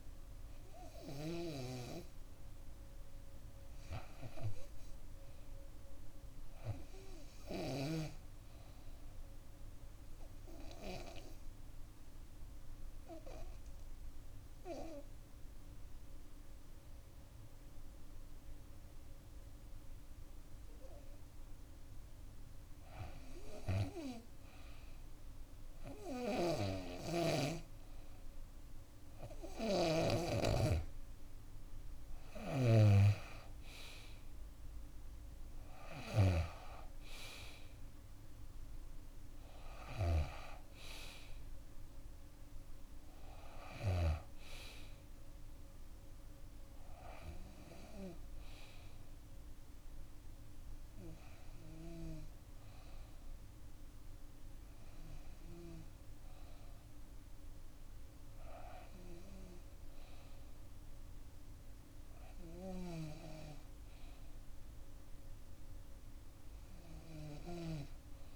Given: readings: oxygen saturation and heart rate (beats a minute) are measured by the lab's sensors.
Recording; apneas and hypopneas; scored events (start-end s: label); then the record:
breathing in sleep by a room microphone; 1
0.00-1.00 s: snoring (device-marked)
10.50-23.50 s: obstructive apnea (oxygen 96% before, 93% lowest, heart rate 64 before, 60 extreme, up 3 after)
27.00-32.00 s: arousal
29.00-32.50 s: snoring (device-marked)
39.00-57.00 s: oxygen desaturation (device-marked, oxygen 96% before, 93% lowest, heart rate 63 before, 60 extreme)
From the record:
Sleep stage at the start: REM sleep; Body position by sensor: on the back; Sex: female